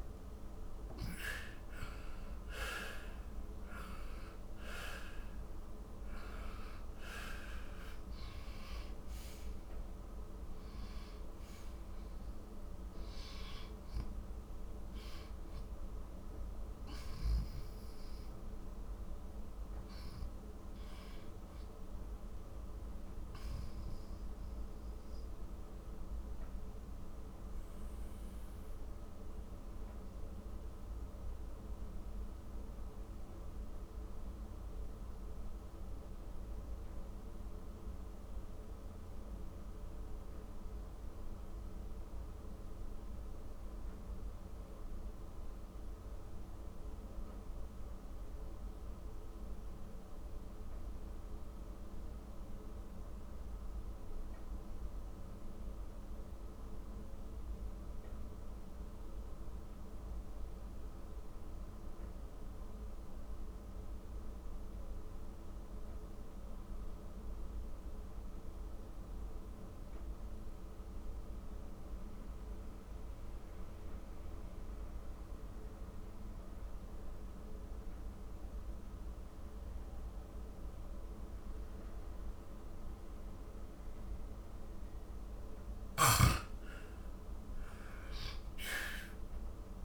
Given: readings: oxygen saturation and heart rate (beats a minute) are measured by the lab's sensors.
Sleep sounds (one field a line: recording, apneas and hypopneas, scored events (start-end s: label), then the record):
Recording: breathing in sleep, hard to hear, by a room microphone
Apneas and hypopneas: 1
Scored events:
0.00-38.50 s: oxygen desaturation (device-marked, oxygen 88% lowest, heart rate 48 extreme)
27.00-84.50 s: mixed apnea (oxygen 94% before, 85% lowest, heart rate 64 before, 48 extreme, up 11 after)
67.50-89.85 s: oxygen desaturation (device-marked, oxygen 98% before, 85% lowest, heart rate 56 before, 44 extreme)
86.00-89.85 s: arousal
From the record:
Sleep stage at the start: N2 (light sleep)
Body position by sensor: on the back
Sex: male